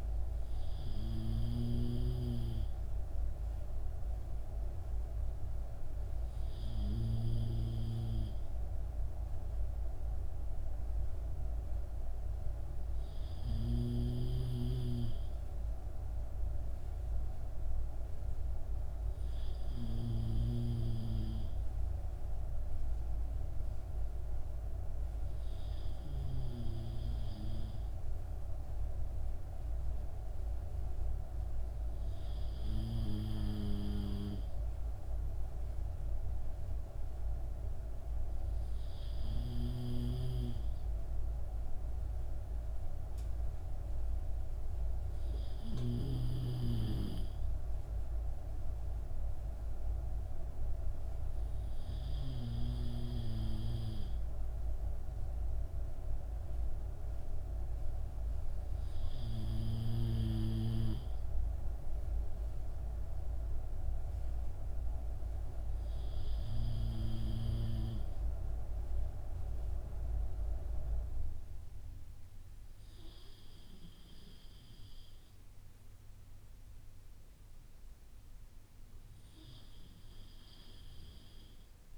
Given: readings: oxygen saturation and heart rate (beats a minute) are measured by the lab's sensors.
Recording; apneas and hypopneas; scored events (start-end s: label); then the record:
breathing in sleep by a room microphone; none
none scored
From the record:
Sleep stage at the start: N3 (deep sleep); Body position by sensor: on the back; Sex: male